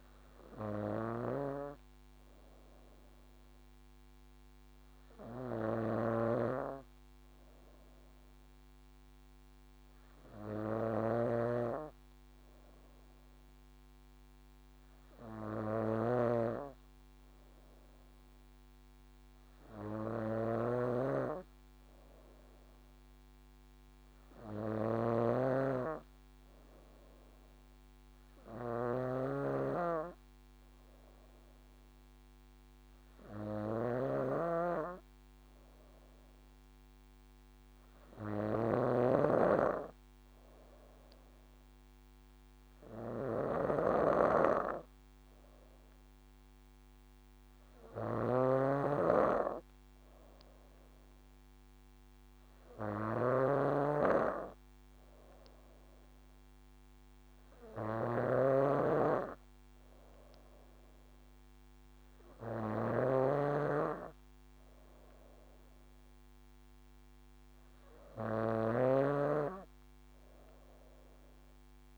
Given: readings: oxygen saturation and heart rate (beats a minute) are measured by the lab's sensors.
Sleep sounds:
breathing in sleep by a microphone on the trachea; none
1.00-71.98 s: snoring (device-marked)
From the record:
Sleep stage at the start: N2 (light sleep); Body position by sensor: on the back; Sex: female

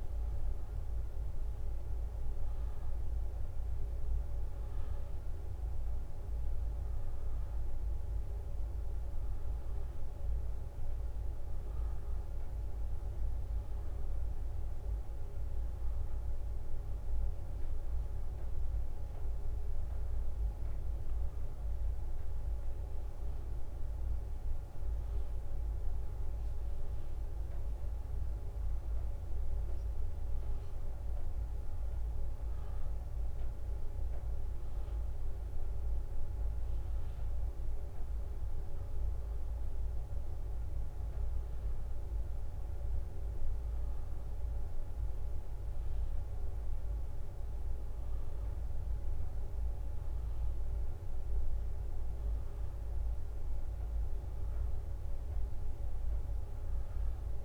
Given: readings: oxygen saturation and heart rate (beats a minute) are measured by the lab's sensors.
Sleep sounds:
a person awake in a sleep study, hard to hear, by a room microphone; none
0.00-1.50 s: leg movement (device-marked)
2.00-7.00 s: leg movement (device-marked)
7.00-12.00 s: leg movement (device-marked)
13.00-17.50 s: leg movement (device-marked)
19.00-23.50 s: leg movement (device-marked)
24.00-42.00 s: drop in pulse transit time (device-marked, heart rate 68 before, 64 extreme)
25.00-29.00 s: leg movement (device-marked)
30.00-34.50 s: leg movement (device-marked)
34.50-39.00 s: leg movement (device-marked)
39.50-43.50 s: leg movement (device-marked)
45.00-49.00 s: leg movement (device-marked)
50.00-54.00 s: leg movement (device-marked)
55.00-57.45 s: leg movement (device-marked)
From the record:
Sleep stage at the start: awake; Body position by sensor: on the back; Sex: female

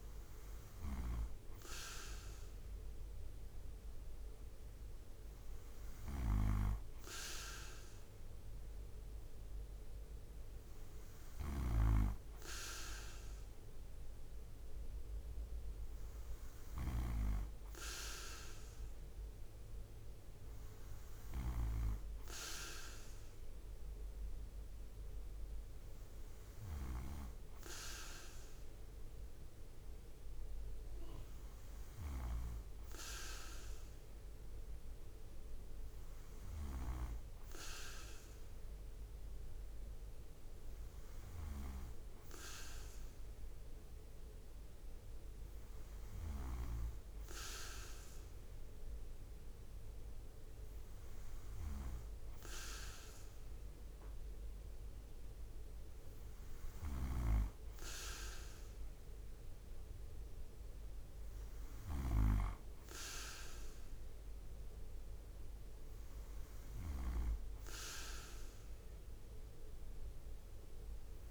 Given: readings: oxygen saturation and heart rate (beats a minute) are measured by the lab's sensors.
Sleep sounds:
breathing in sleep by a room microphone; none
10.50-16.50 s: snoring (device-marked)
56.00-61.50 s: snoring (device-marked)
From the record:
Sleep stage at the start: N2 (light sleep); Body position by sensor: on the right side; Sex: male

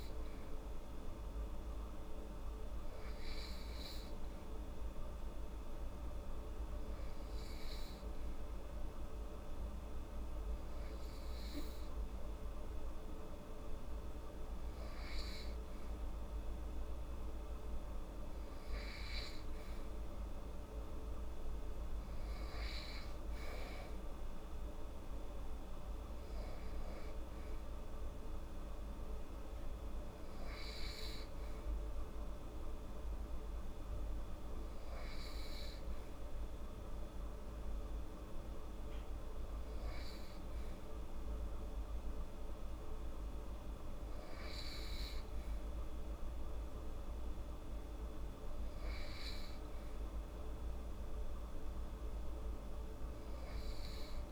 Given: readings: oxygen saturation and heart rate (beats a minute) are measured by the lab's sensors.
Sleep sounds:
breathing in sleep, hard to hear, by a room microphone; none
none scored
From the record:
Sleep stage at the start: N2 (light sleep); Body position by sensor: on the right side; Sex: female

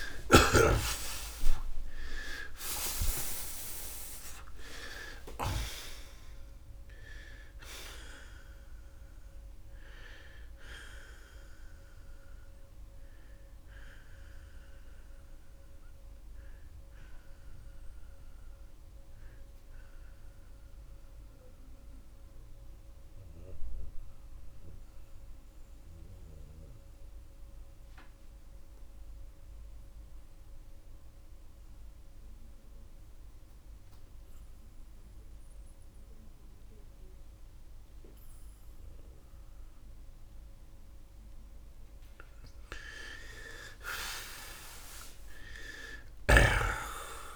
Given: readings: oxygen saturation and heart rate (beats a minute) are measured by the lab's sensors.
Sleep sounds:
breathing in sleep by a room microphone; 1
5.50-10.50 s: oxygen desaturation (device-marked, oxygen 95% before, 92% lowest)
20.00-41.50 s: mixed apnea (oxygen 95% before, 84% lowest, heart rate 71 before, 53 extreme)
28.50-44.50 s: oxygen desaturation (device-marked, oxygen 94% before, 86% lowest, heart rate 63 before, 53 extreme)
From the record:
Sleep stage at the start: N2 (light sleep); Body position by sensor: on the back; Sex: male

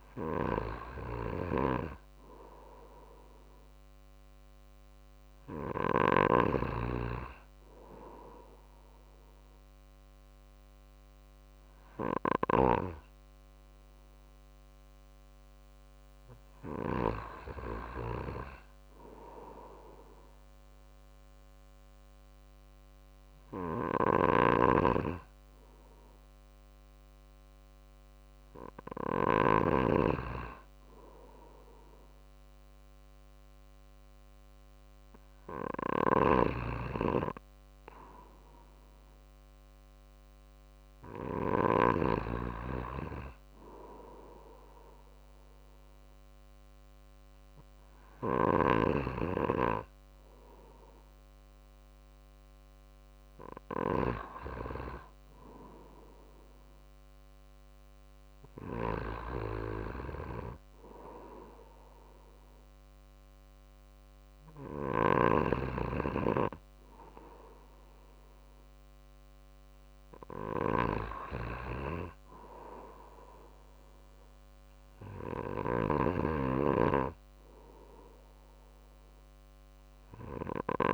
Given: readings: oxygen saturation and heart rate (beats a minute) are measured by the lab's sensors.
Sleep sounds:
breathing in sleep by a microphone on the trachea; none
0.00-7.00 s: drop in pulse transit time (device-marked, heart rate 51 extreme)
23.50-29.00 s: snoring (device-marked)
35.50-41.50 s: snoring (device-marked)
47.50-53.50 s: snoring (device-marked)
75.00-80.94 s: snoring (device-marked)
From the record:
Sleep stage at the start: N2 (light sleep); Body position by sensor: on the right side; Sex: male

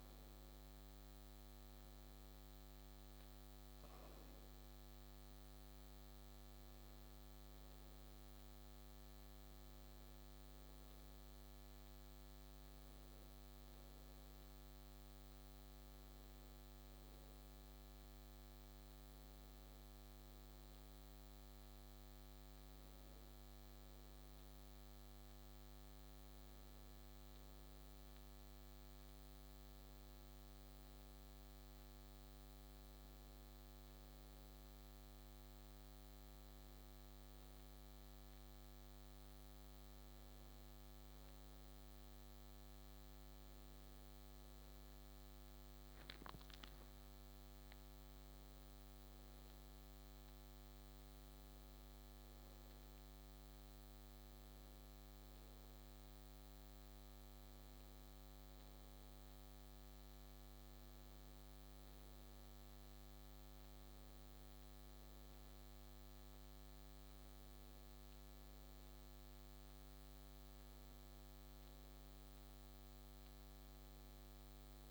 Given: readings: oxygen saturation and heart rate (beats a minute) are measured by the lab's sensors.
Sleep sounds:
a person partly awake in a sleep study, hard to hear, by a microphone on the trachea; none
28.00-74.91 s: new sleep stage, N1 (lightest sleep)
From the record:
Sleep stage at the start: awake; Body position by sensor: on the back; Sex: male

